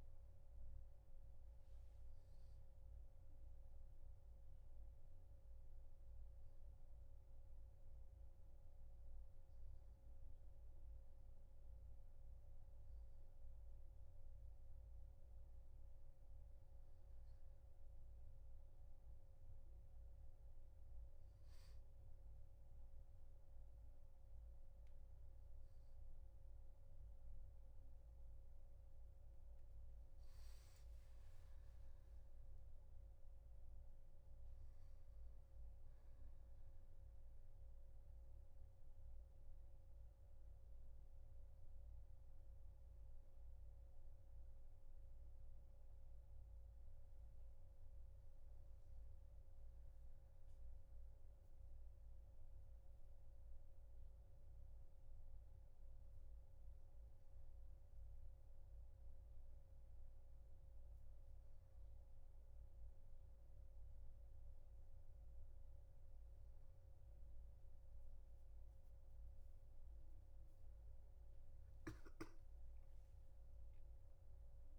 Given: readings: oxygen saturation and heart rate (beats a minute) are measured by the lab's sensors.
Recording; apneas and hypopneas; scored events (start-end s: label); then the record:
a person awake in a sleep study, hard to hear, by a room microphone; none
none scored
From the record:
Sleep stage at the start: awake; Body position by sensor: on the back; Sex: male